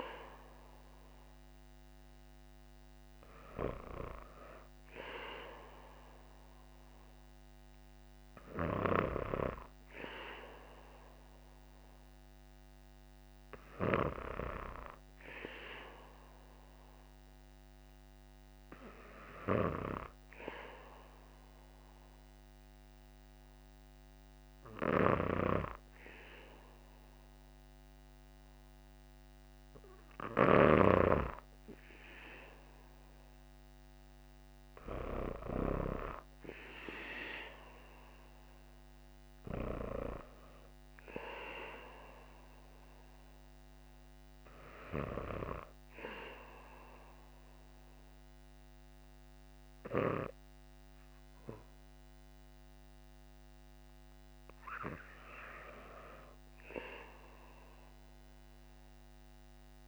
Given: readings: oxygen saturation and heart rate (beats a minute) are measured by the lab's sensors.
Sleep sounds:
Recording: breathing in sleep by a microphone on the trachea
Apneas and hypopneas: 1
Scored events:
15.50-28.00 s: hypopnea (oxygen 96% before, 93% lowest, heart rate 61 before, 59 extreme, up 1 after)
24.00-30.00 s: snoring (device-marked)
30.50-34.50 s: arousal
32.50-54.50 s: oxygen desaturation (device-marked, oxygen 96% before, 93% lowest, heart rate 59 before, 58 extreme)
From the record:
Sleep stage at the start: N2 (light sleep)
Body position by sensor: on the back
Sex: female

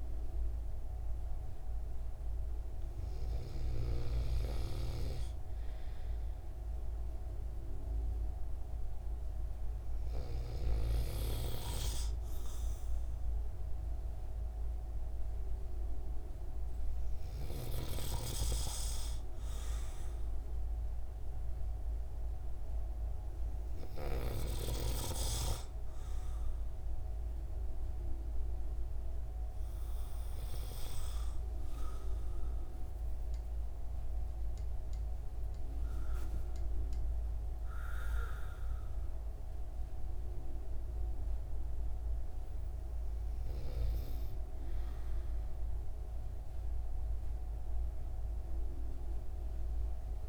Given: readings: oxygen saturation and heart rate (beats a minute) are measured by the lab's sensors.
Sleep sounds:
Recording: breathing in sleep by a room microphone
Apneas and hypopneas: none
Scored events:
none scored
From the record:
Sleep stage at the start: N2 (light sleep)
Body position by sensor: on the right side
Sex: male

